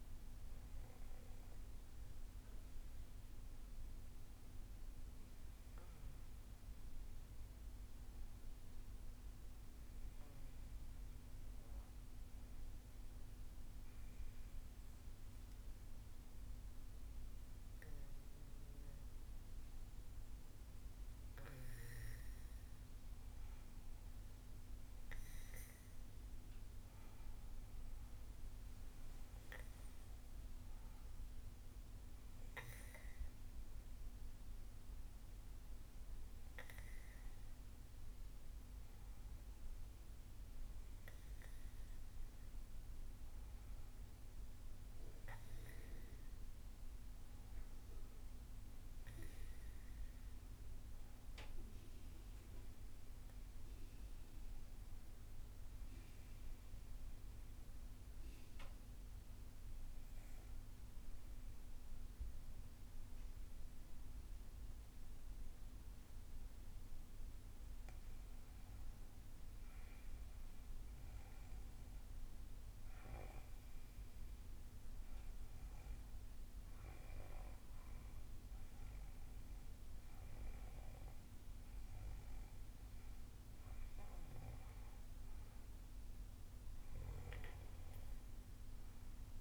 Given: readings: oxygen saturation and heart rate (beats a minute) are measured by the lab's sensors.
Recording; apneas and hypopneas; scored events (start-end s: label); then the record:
breathing in sleep, hard to hear, by a room microphone; 2
0.00-11.50 s: oxygen desaturation (device-marked, oxygen 93% lowest, heart rate 58 extreme)
6.00-20.50 s: hypopnea (oxygen 98% before, 94% lowest, heart rate 66 before, 59 extreme, up 18 after)
21.00-26.00 s: arousal
54.50-89.41 s: new sleep stage, REM sleep
56.50-70.00 s: obstructive apnea (oxygen 97% before, 95% lowest, heart rate 67 before, 58 extreme, up 7 after)
72.00-76.50 s: arousal
From the record:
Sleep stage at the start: N2 (light sleep); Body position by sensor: on the back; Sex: female